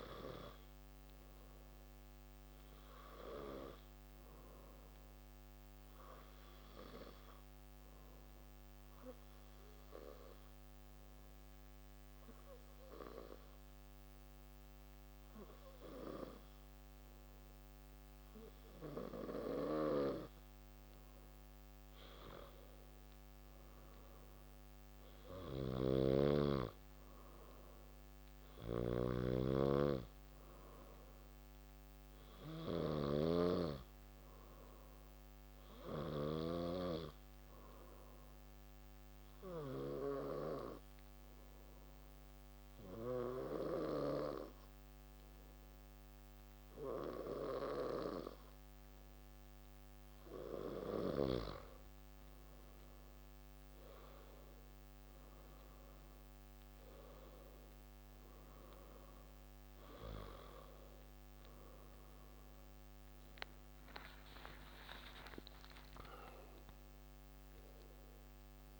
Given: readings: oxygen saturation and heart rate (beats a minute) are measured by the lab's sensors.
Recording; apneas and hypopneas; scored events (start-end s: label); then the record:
breathing in sleep by a microphone on the trachea; 2
4.50-20.00 s: obstructive apnea (oxygen 96% before, 93% lowest)
20.50-26.00 s: arousal
25.50-36.50 s: snoring (device-marked)
28.50-49.50 s: oxygen desaturation (device-marked, oxygen 96% before, 93% lowest)
37.00-50.00 s: obstructive apnea (oxygen 96% before, 93% lowest)
62.50-68.00 s: arousal
From the record:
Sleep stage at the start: N2 (light sleep); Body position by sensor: on the back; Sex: male